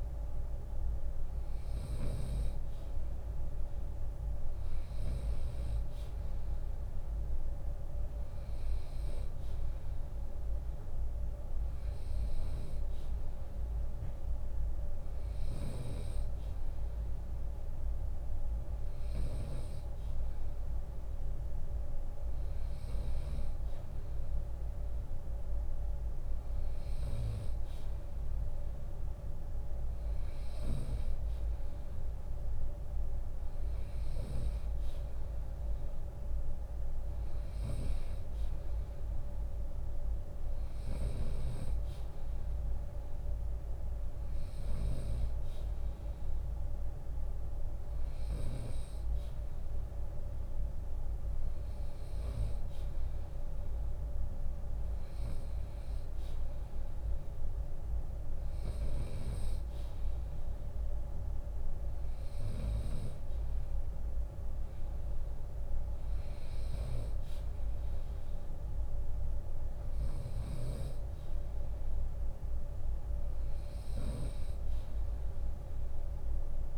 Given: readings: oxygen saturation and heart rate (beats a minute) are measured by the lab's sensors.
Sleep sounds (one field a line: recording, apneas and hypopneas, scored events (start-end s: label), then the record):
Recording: breathing in sleep by a room microphone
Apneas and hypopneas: none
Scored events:
14.50-23.50 s: drop in pulse transit time (device-marked, heart rate 76 before, 77 extreme)
51.50-63.50 s: drop in pulse transit time (device-marked, heart rate 77 before, 70 extreme)
71.50-73.50 s: long interval between heartbeats (device-marked, heart rate 78 before, 75 extreme)
From the record:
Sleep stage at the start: N2 (light sleep)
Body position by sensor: on the right side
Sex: male